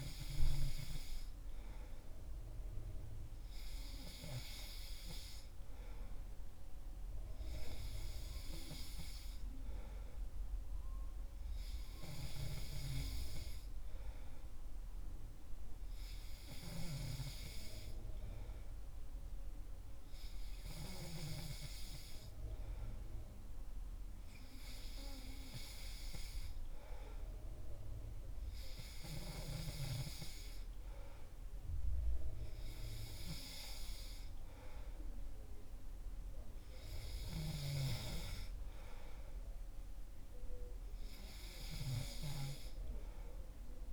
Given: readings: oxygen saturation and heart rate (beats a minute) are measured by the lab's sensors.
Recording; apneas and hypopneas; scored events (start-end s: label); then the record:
breathing in sleep by a room microphone; none
none scored
From the record:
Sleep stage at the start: N3 (deep sleep); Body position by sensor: on the back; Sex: male